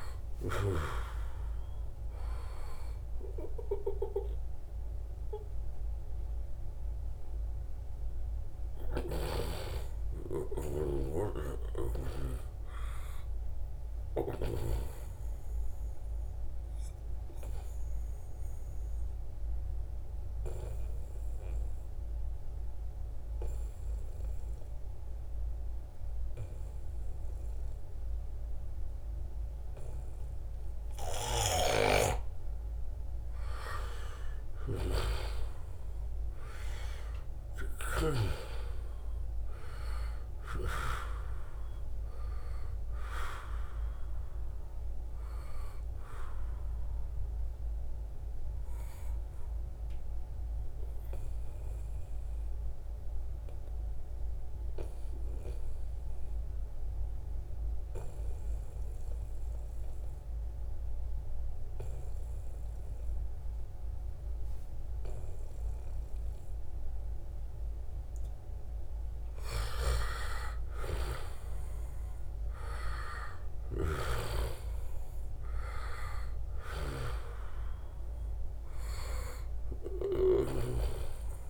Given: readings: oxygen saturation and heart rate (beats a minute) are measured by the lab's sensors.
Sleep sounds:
breathing in sleep by a room microphone; 2
0.00-2.00 s: long interval between heartbeats (device-marked, heart rate 81 before, 84 extreme)
1.50-17.50 s: oxygen desaturation (device-marked, oxygen 95% before, 90% lowest, heart rate 81 before, 75 extreme)
8.50-14.50 s: snoring (device-marked)
14.50-31.00 s: obstructive apnea (oxygen 95% before, 89% lowest, heart rate 82 before, 75 extreme, up 2 after)
32.50-37.50 s: arousal
37.50-56.50 s: oxygen desaturation (device-marked, oxygen 95% before, 89% lowest, heart rate 77 before, 73 extreme)
48.50-68.50 s: obstructive apnea (oxygen 95% before, 89% lowest, heart rate 78 before, 73 extreme, up 2 after)
70.00-75.00 s: arousal
75.50-81.50 s: oxygen desaturation (device-marked, oxygen 96% before, 91% lowest, heart rate 74 before, 76 extreme)
From the record:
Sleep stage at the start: N2 (light sleep); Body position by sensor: on the back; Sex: male

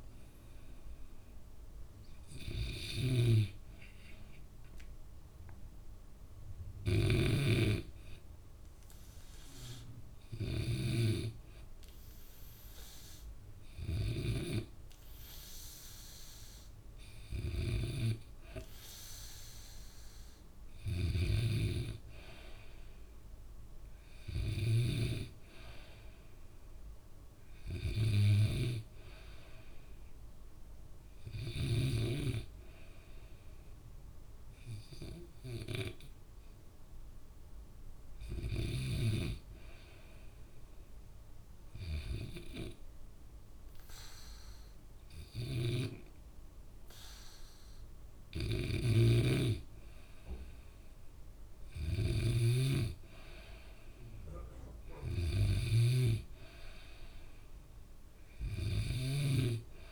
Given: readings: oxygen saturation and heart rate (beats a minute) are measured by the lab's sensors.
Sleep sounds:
breathing in sleep by a room microphone; 2
0.00-2.50 s: arousal
3.00-14.50 s: snoring (device-marked)
6.00-18.00 s: hypopnea (oxygen 96% before, 94% lowest, heart rate 63 before, 61 extreme, up 3 after)
20.00-24.00 s: arousal
21.00-25.00 s: snoring (device-marked)
40.50-52.50 s: hypopnea (oxygen 96% before, 94% lowest, heart rate 64 before, 62 extreme, up 1 after)
45.50-59.92 s: snoring (device-marked)
55.50-59.00 s: arousal
From the record:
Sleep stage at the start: N2 (light sleep); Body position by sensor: on the back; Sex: male

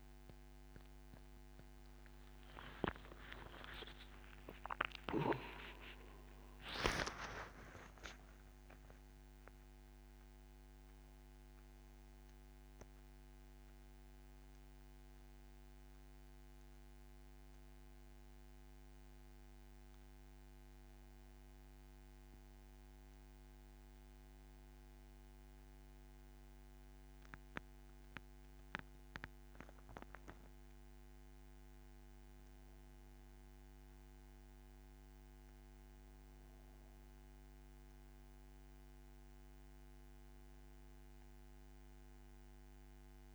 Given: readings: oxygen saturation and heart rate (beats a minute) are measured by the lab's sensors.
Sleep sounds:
a person awake in a sleep study, by a microphone on the trachea; none
0.00-8.00 s: tachycardia (device-marked, heart rate 61 before, 136 extreme)
27.00-43.34 s: new sleep stage, N1 (lightest sleep)
From the record:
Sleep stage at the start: awake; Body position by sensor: on the back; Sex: male

